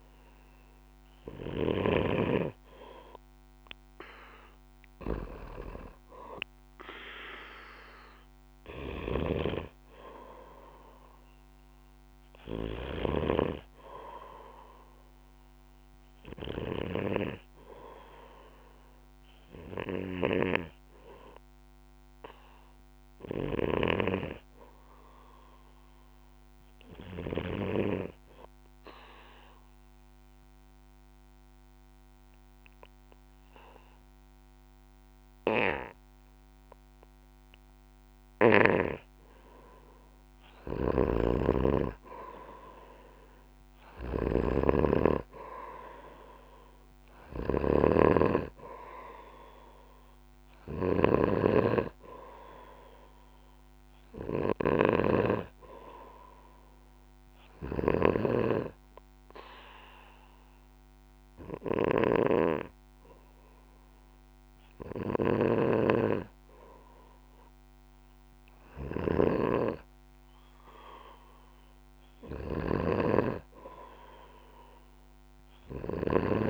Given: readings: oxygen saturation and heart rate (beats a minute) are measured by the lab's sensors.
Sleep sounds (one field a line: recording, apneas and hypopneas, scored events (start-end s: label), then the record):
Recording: breathing in sleep by a microphone on the trachea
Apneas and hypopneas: 2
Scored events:
27.50-40.50 s: obstructive apnea (oxygen 96% before, 91% lowest, heart rate 59 before, 59 extreme, up 1 after)
40.50-58.00 s: snoring (device-marked)
44.50-47.50 s: arousal
49.50-65.50 s: oxygen desaturation (device-marked, oxygen 95% before, 91% lowest, heart rate 61 before, 58 extreme)
57.50-72.00 s: hypopnea (oxygen 97% before, 91% lowest, heart rate 61 before, 57 extreme, up 5 after)
68.50-76.50 s: snoring (device-marked)
From the record:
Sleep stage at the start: N2 (light sleep)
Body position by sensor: on the back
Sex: male